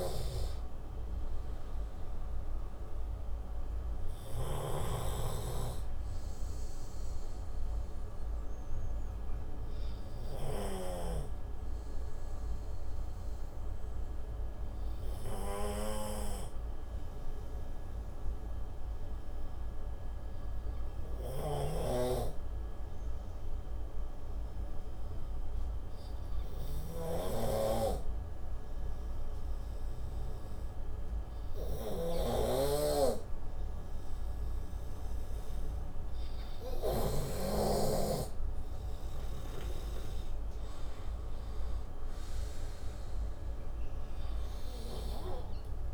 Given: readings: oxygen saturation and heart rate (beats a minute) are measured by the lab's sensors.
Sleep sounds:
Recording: breathing in sleep by a room microphone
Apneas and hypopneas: 1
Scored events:
0.00-11.50 s: snoring (device-marked)
0.00-17.00 s: oxygen desaturation (device-marked, oxygen 88% lowest, heart rate 58 extreme)
3.50-37.00 s: obstructive apnea (oxygen 99% before, 88% lowest, heart rate 70 before, 53 extreme, up 19 after)
22.00-40.50 s: snoring (device-marked)
33.00-45.94 s: oxygen desaturation (device-marked, oxygen 97% before, 90% lowest, heart rate 64 before, 53 extreme)
40.00-43.00 s: arousal
From the record:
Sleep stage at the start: N2 (light sleep)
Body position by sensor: on the right side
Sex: male

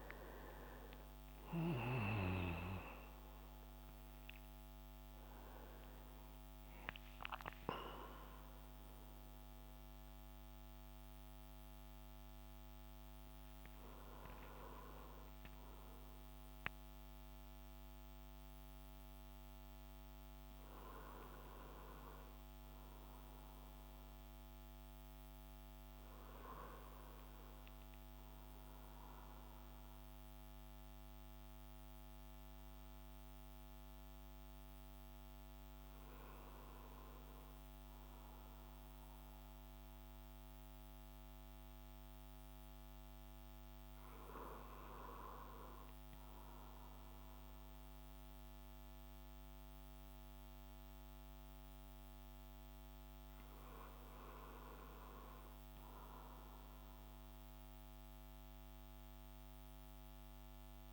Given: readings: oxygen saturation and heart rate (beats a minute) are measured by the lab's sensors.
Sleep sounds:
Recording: a person partly awake in a sleep study, by a microphone on the trachea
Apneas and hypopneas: none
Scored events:
0.00-1.50 s: snoring (device-marked)
4.50-13.50 s: oxygen desaturation (device-marked, oxygen 92% before, 88% lowest)
11.50-60.93 s: new sleep stage, N1 (lightest sleep)
From the record:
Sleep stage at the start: awake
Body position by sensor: on the back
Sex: male

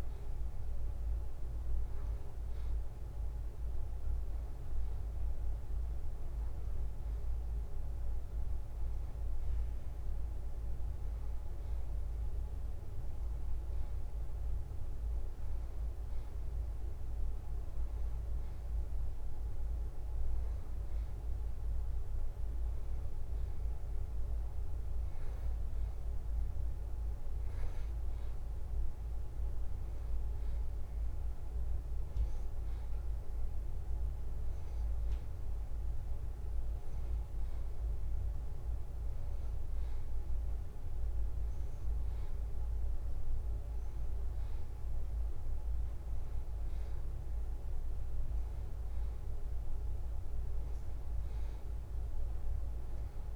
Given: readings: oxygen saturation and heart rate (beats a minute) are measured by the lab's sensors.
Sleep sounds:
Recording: breathing in sleep, hard to hear, by a room microphone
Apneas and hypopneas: none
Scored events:
none scored
From the record:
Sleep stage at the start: N2 (light sleep)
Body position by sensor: on the back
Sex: male

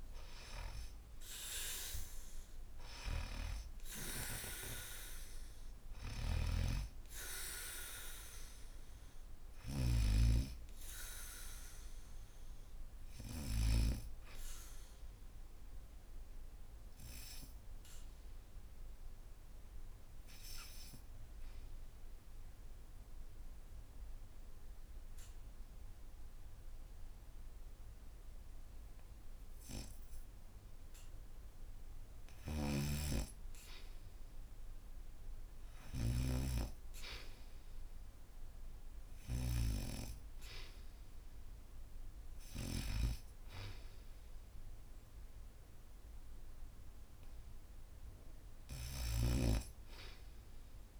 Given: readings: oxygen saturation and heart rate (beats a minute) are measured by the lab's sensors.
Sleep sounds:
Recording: breathing in sleep by a room microphone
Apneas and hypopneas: 1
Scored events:
0.00-21.50 s: oxygen desaturation (device-marked, oxygen 91% lowest, heart rate 67 extreme)
2.50-9.50 s: snoring (device-marked)
16.50-31.50 s: obstructive apnea (oxygen 96% before, 82% lowest, heart rate 84 before, 67 extreme)
31.50-51.00 s: oxygen desaturation (device-marked, oxygen 99% before, 82% lowest, heart rate 75 before, 67 extreme)
32.00-42.50 s: snoring (device-marked)
34.50-38.00 s: arousal
From the record:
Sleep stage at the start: N2 (light sleep)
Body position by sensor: on the back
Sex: female

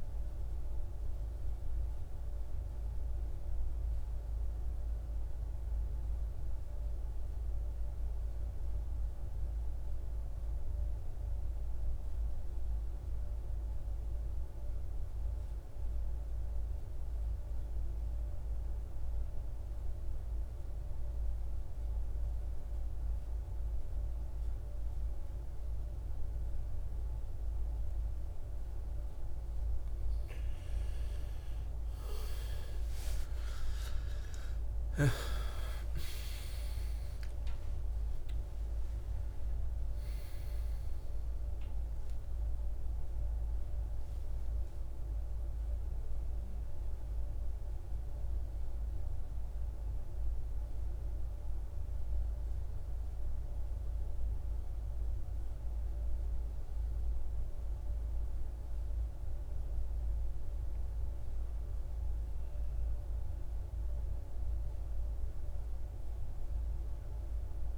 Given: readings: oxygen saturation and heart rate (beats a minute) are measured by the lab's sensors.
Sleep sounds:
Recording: breathing in sleep, hard to hear, by a room microphone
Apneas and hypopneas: 2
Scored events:
0.00-6.00 s: oxygen desaturation (device-marked, oxygen 90% lowest, heart rate 54 extreme)
12.00-29.50 s: mixed apnea (oxygen 97% before, 83% lowest, heart rate 65 before, 56 extreme, up 17 after)
25.00-60.00 s: oxygen desaturation (device-marked, oxygen 97% before, 83% lowest, heart rate 56 before, 55 extreme)
31.50-36.50 s: arousal
50.00-60.50 s: obstructive apnea (oxygen 97% before, 85% lowest, heart rate 70 before, 55 extreme, up 1 after)
62.00-65.50 s: arousal
From the record:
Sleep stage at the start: N2 (light sleep)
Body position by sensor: on the right side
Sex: male

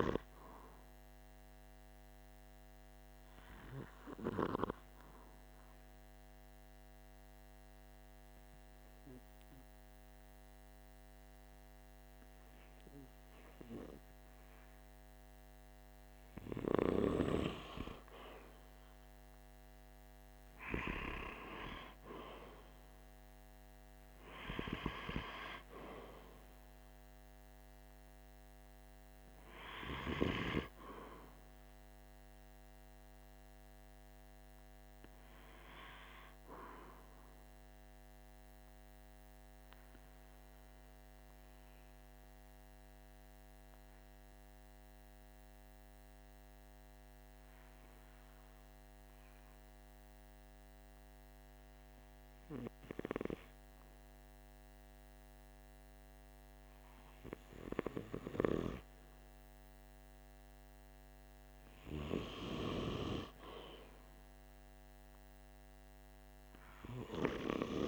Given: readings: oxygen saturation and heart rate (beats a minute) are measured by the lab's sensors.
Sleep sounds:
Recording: breathing in sleep by a microphone on the trachea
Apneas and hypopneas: 2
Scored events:
2.00-14.00 s: obstructive apnea (oxygen 96% before, 93% lowest, heart rate 47 before, 45 extreme, up 3 after)
17.00-21.00 s: arousal
37.00-56.00 s: obstructive apnea (oxygen 96% before, 93% lowest, heart rate 47 before, 45 extreme, up 3 after)
59.00-64.00 s: arousal
From the record:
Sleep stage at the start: N2 (light sleep)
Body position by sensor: on the right side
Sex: male

